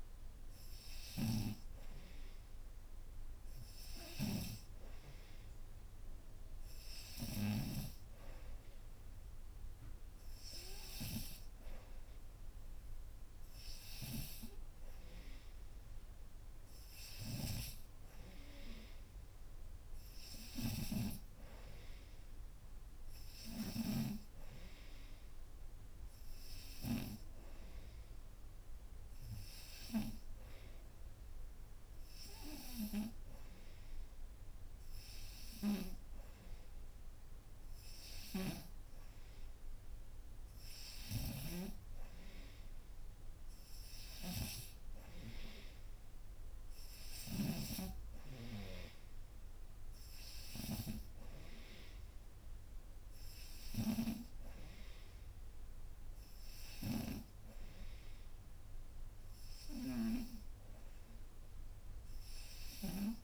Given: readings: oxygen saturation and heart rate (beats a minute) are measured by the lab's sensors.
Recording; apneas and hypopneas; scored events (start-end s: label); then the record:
breathing in sleep by a room microphone; none
none scored
From the record:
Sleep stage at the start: N3 (deep sleep); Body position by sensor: upright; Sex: female